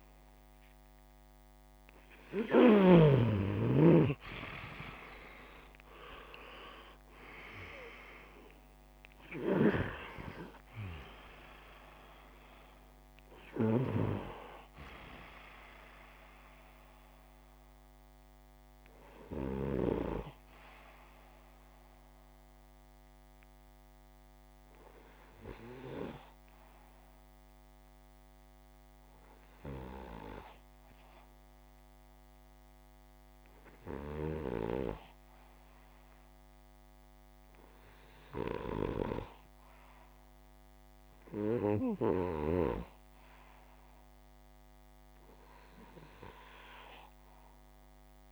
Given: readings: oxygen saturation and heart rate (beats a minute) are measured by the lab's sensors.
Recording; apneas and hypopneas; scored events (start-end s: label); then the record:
breathing in sleep by a microphone on the trachea; none
0.00-2.50 s: snoring (device-marked)
0.00-3.50 s: arousal
33.50-48.32 s: oxygen desaturation (device-marked, oxygen 95% before, 87% lowest, heart rate 70 before, 58 extreme)
From the record:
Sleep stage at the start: REM sleep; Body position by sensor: upright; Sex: male